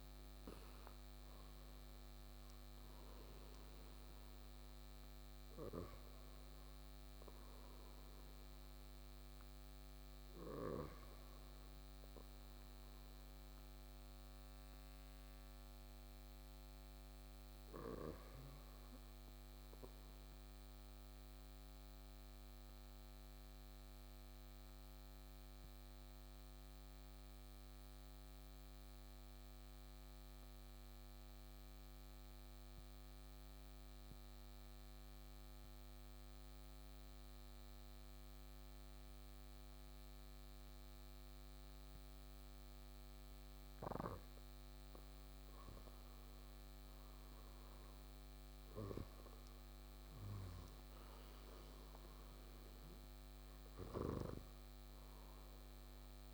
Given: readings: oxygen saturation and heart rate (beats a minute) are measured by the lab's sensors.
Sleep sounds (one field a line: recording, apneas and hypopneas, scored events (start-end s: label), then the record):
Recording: breathing in sleep by a microphone on the trachea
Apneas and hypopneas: 1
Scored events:
0.00-22.00 s: oxygen desaturation (device-marked, oxygen 93% lowest, heart rate 54 extreme)
21.00-43.00 s: obstructive apnea (oxygen 97% before, 93% lowest, heart rate 56 before, 52 extreme, up 22 after)
42.00-56.34 s: oxygen desaturation (device-marked, oxygen 97% before, 93% lowest, heart rate 55 before, 52 extreme)
45.50-49.50 s: arousal
From the record:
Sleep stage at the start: N2 (light sleep)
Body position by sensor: on the right side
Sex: male